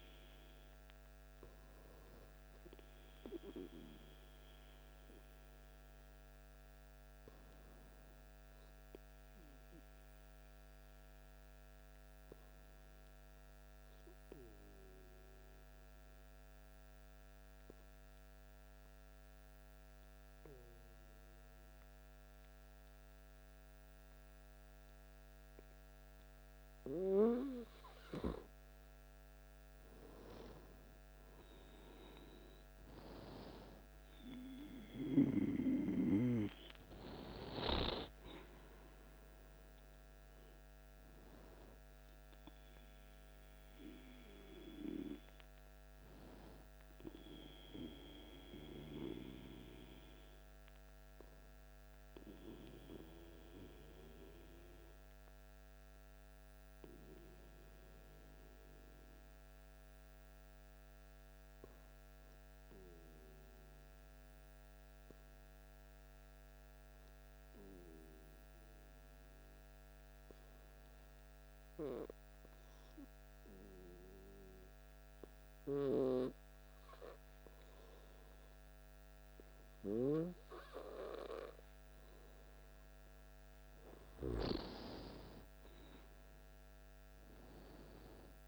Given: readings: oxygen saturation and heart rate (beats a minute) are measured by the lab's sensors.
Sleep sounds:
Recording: breathing in sleep by a microphone on the trachea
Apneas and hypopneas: 2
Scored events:
4.50-26.50 s: obstructive apnea (oxygen 97% before, 94% lowest, heart rate 56 before, 53 extreme, up 6 after)
30.00-34.50 s: arousal
48.50-81.50 s: obstructive apnea (oxygen 99% before, 95% lowest, heart rate 56 before, 52 extreme, up 6 after)
84.50-88.48 s: oxygen desaturation (device-marked, oxygen 99% before, 95% lowest, heart rate 54 before, 52 extreme)
86.50-88.48 s: arousal
From the record:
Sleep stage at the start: N2 (light sleep)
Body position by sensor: on the back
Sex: male

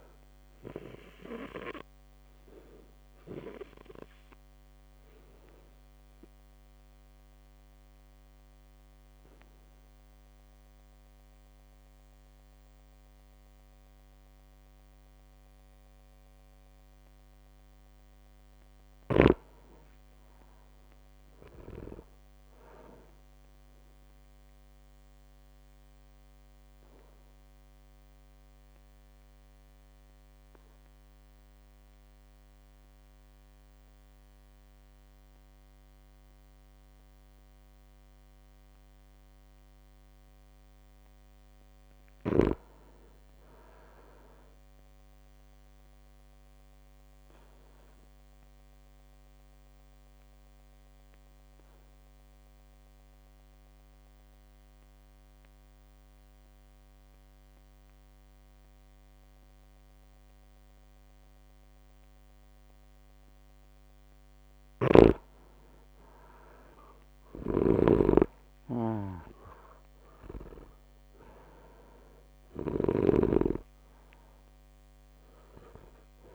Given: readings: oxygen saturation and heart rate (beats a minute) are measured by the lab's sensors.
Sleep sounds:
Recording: breathing in sleep by a microphone on the trachea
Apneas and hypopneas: 3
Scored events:
0.00-2.50 s: oxygen desaturation (device-marked, oxygen 95% lowest, heart rate 53 extreme)
1.50-17.00 s: obstructive apnea (oxygen 100% before, 95% lowest, heart rate 59 before, 53 extreme, up 8 after)
6.50-8.50 s: long interval between heartbeats (device-marked, heart rate 59 before, 60 extreme)
19.00-22.00 s: arousal
25.50-40.00 s: obstructive apnea (oxygen 98% before, 94% lowest, heart rate 59 before, 56 extreme, up 3 after)
42.00-44.50 s: arousal
47.50-64.00 s: obstructive apnea (oxygen 99% before, 94% lowest, heart rate 59 before, 56 extreme, up 6 after)
66.00-70.00 s: arousal
67.00-73.00 s: snoring (device-marked)
71.50-76.35 s: drop in pulse transit time (device-marked, heart rate 59 before, 57 extreme)
From the record:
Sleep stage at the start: N2 (light sleep)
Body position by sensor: on the back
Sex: male

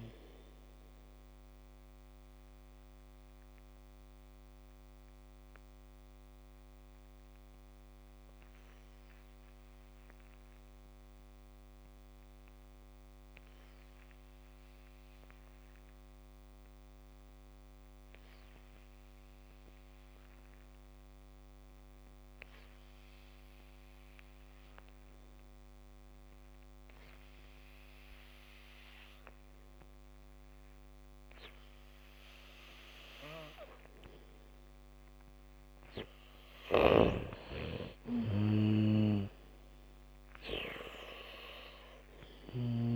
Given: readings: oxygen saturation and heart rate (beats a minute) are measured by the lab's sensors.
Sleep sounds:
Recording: breathing in sleep by a microphone on the trachea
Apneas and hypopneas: 1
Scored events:
0.00-19.50 s: oxygen desaturation (device-marked, oxygen 80% lowest, heart rate 45 extreme)
0.50-35.00 s: mixed apnea (oxygen 98% before, 80% lowest, heart rate 60 before, 45 extreme, up 4 after)
21.50-42.96 s: oxygen desaturation (device-marked, oxygen 99% before, 80% lowest, heart rate 81 before, 45 extreme)
23.50-25.50 s: bradycardia (device-marked, heart rate 71 before, 63 extreme)
27.50-30.50 s: bradycardia (device-marked, heart rate 71 before, 59 extreme)
32.50-39.50 s: bradycardia (device-marked, heart rate 71 before, 45 extreme)
37.00-42.96 s: snoring (device-marked)
38.50-41.50 s: arousal
From the record:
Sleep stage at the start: N2 (light sleep)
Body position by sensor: on the back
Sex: female

